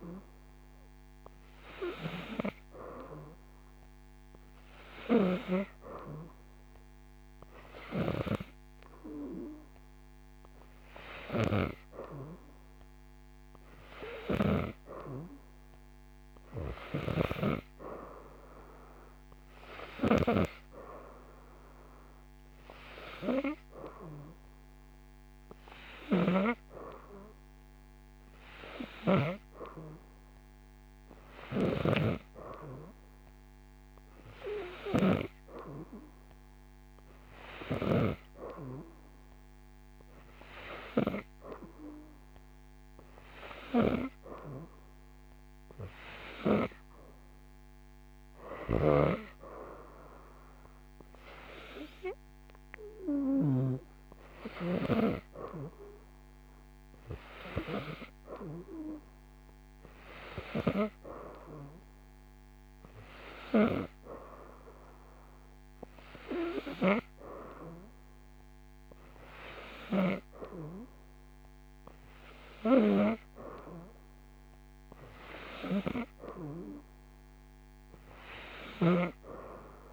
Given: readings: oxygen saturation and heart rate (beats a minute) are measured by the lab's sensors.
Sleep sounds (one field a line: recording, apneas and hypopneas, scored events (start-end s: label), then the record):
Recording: breathing in sleep by a microphone on the trachea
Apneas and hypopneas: none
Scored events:
none scored
From the record:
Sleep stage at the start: N3 (deep sleep)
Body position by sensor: upright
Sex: female